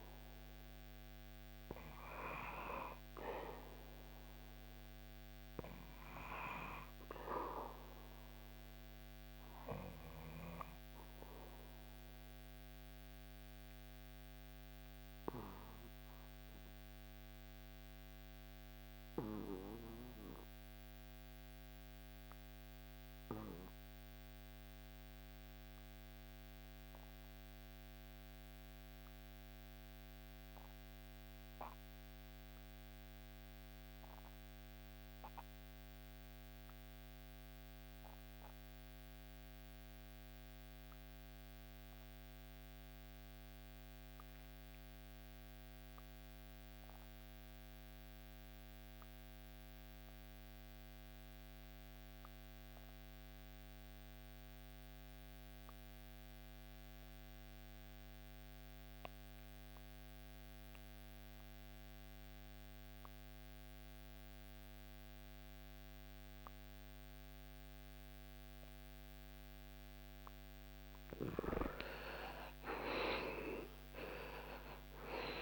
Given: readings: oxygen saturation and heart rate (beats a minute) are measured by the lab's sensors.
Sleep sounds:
breathing in sleep by a microphone on the trachea; 1
7.50-69.00 s: obstructive apnea (oxygen 99% before, 72% lowest, heart rate 79 before, 67 extreme, up 12 after)
47.50-75.42 s: oxygen desaturation (device-marked, oxygen 98% before, 72% lowest, heart rate 71 before, 68 extreme)
70.50-75.42 s: arousal
From the record:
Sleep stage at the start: REM sleep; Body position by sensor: on the back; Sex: male

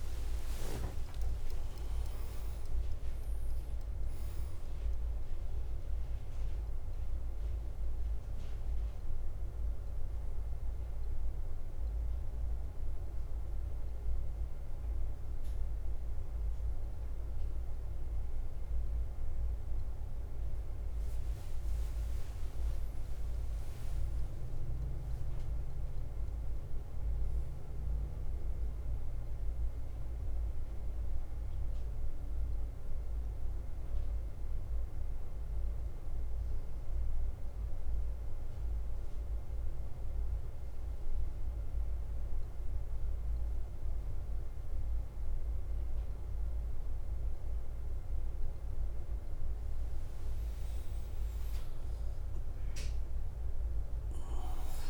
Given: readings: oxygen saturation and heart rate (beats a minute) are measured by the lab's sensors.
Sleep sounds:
breathing in sleep, hard to hear, by a room microphone; 2
0.00-1.50 s: long interval between heartbeats (device-marked, heart rate 75 extreme)
0.00-10.00 s: oxygen desaturation (device-marked, oxygen 93% lowest, heart rate 52 extreme)
4.00-6.00 s: long interval between heartbeats (device-marked, heart rate 61 before, 77 extreme)
7.00-54.90 s: bradycardia (device-marked, heart rate 53 before, 49 extreme)
8.00-21.00 s: hypopnea (oxygen 99% before, 91% lowest, heart rate 65 before, 50 extreme, up 2 after)
12.00-33.00 s: oxygen desaturation (device-marked, oxygen 98% before, 91% lowest, heart rate 66 before, 49 extreme)
24.00-29.50 s: arousal
37.50-50.00 s: obstructive apnea (oxygen 98% before, 94% lowest, heart rate 55 before, 49 extreme, up 3 after)
52.00-54.90 s: oxygen desaturation (device-marked, oxygen 99% before, 94% lowest, heart rate 51 before, 52 extreme)
From the record:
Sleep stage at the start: N1 (lightest sleep); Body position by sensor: on the back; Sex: male

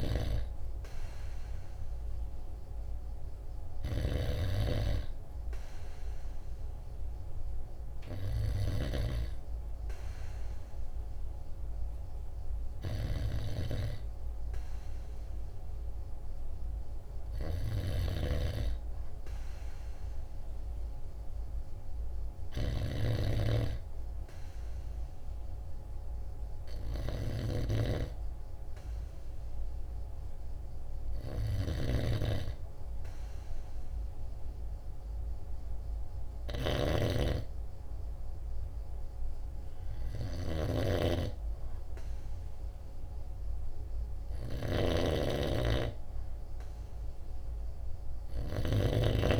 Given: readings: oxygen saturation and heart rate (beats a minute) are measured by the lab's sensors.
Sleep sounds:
breathing in sleep by a room microphone; none
none scored
From the record:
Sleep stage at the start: N2 (light sleep); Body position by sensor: on the right side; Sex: male

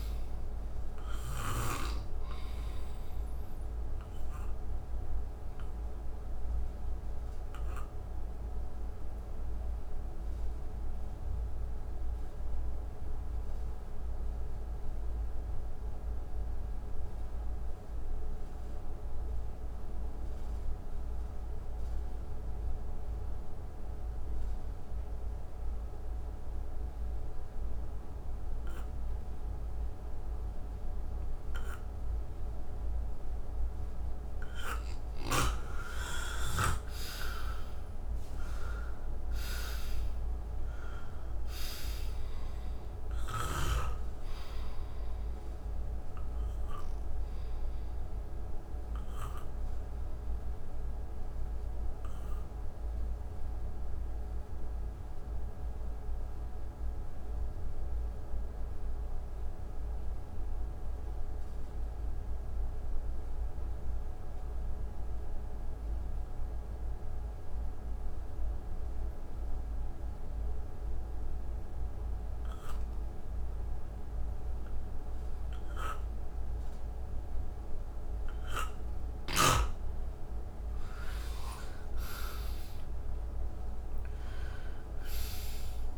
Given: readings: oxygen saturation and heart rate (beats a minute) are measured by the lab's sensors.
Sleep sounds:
breathing in sleep by a room microphone; 2
0.00-2.00 s: snoring (device-marked)
0.00-16.00 s: oxygen desaturation (device-marked, oxygen 82% lowest, heart rate 62 extreme)
4.00-35.50 s: obstructive apnea (oxygen 99% before, 79% lowest, heart rate 67 before, 58 extreme, up 21 after)
24.00-63.00 s: oxygen desaturation (device-marked, oxygen 99% before, 79% lowest, heart rate 64 before, 58 extreme)
36.50-40.00 s: arousal
49.50-78.50 s: obstructive apnea (oxygen 98% before, 79% lowest, heart rate 73 before, 59 extreme, up 14 after)
75.00-85.98 s: oxygen desaturation (device-marked, oxygen 98% before, 82% lowest, heart rate 64 before, 59 extreme)
80.50-85.00 s: arousal
From the record:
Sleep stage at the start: N2 (light sleep); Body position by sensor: on the back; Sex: male

